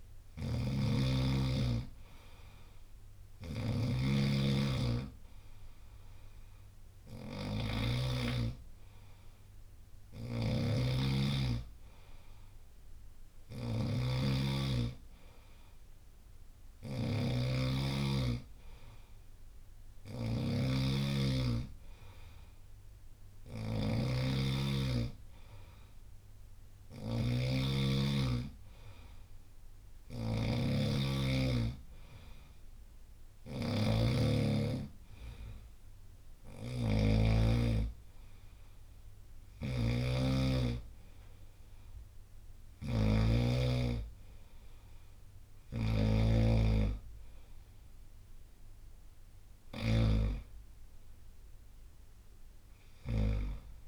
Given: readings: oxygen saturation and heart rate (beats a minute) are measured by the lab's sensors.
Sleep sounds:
breathing in sleep by a room microphone; none
0.00-7.50 s: snoring (device-marked)
1.00-17.00 s: oxygen desaturation (device-marked, oxygen 94% before, 90% lowest, heart rate 63 before, 62 extreme)
7.50-9.50 s: long interval between heartbeats (device-marked, heart rate 63 before, 71 extreme)
9.50-49.50 s: snoring (device-marked)
35.50-40.50 s: arousal
From the record:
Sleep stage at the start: N2 (light sleep); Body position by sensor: on the right side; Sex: male

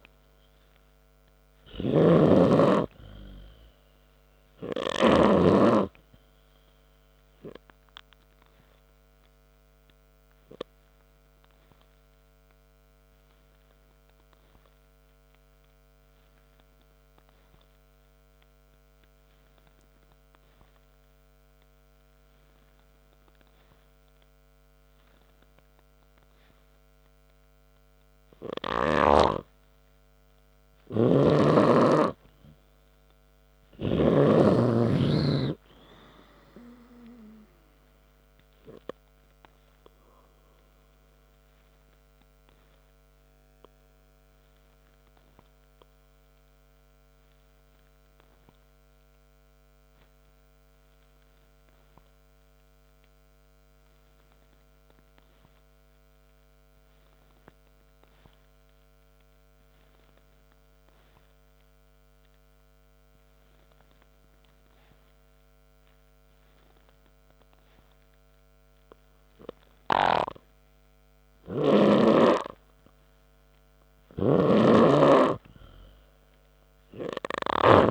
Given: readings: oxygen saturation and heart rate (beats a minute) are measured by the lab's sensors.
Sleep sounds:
breathing in sleep by a microphone on the trachea; 2
0.00-3.00 s: arousal
2.00-6.00 s: snoring (device-marked)
11.50-28.50 s: obstructive apnea (oxygen 97% before, 91% lowest, heart rate 65 before, 58 extreme, up 4 after)
26.50-56.50 s: oxygen desaturation (device-marked, oxygen 97% before, 91% lowest, heart rate 67 before, 59 extreme)
31.50-35.00 s: arousal
49.00-69.50 s: obstructive apnea (oxygen 97% before, 93% lowest, heart rate 66 before, 59 extreme, up 0 after)
63.50-70.50 s: oxygen desaturation (device-marked, oxygen 97% before, 94% lowest, heart rate 67 before, 59 extreme)
71.50-75.00 s: arousal
74.50-77.91 s: snoring (device-marked)
From the record:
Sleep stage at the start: N3 (deep sleep); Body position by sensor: on the back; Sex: male

